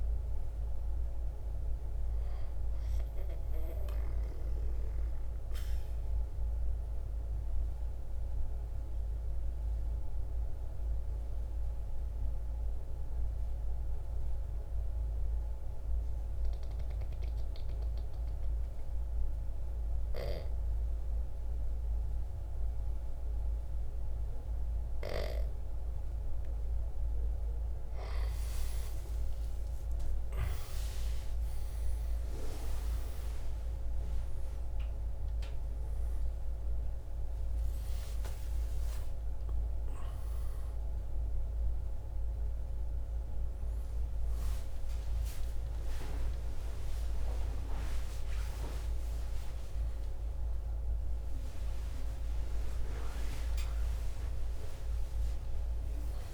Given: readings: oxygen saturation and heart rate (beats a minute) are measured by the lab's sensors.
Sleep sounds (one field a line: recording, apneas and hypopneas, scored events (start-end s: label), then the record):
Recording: breathing in sleep by a room microphone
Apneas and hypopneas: 1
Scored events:
0.00-2.50 s: drop in pulse transit time (device-marked, heart rate 59 extreme)
0.00-16.50 s: oxygen desaturation (device-marked, oxygen 88% lowest, heart rate 54 extreme)
2.50-26.00 s: obstructive apnea (oxygen 98% before, 87% lowest, heart rate 59 before, 54 extreme, up 9 after)
27.50-56.34 s: oxygen desaturation (device-marked, oxygen 98% before, 87% lowest, heart rate 55 before, 59 extreme)
29.50-35.00 s: arousal
35.50-50.50 s: drop in pulse transit time (device-marked, heart rate 58 before, 64 extreme)
37.50-56.34 s: new sleep stage, N1 (lightest sleep)
From the record:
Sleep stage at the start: N2 (light sleep)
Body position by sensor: on the right side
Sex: male